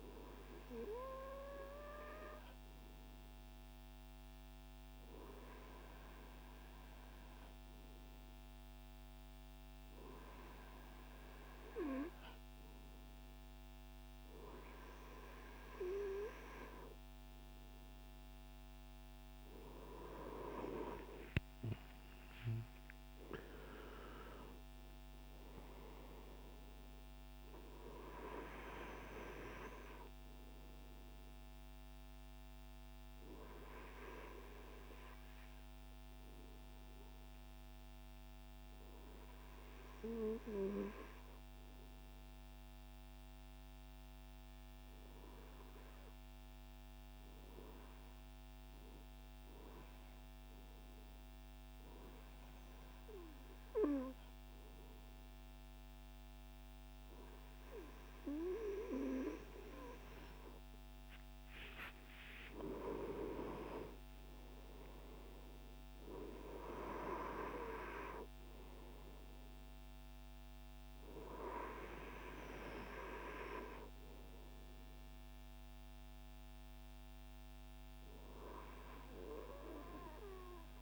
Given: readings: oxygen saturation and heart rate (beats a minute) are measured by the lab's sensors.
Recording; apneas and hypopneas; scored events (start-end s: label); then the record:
breathing in sleep by a microphone on the trachea; 1
20.50-26.50 s: arousal
31.50-58.50 s: obstructive apnea (oxygen 97% before, 95% lowest, heart rate 69 before, 56 extreme, up 14 after)
60.50-66.00 s: arousal
From the record:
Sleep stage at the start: REM sleep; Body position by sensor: on the front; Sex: male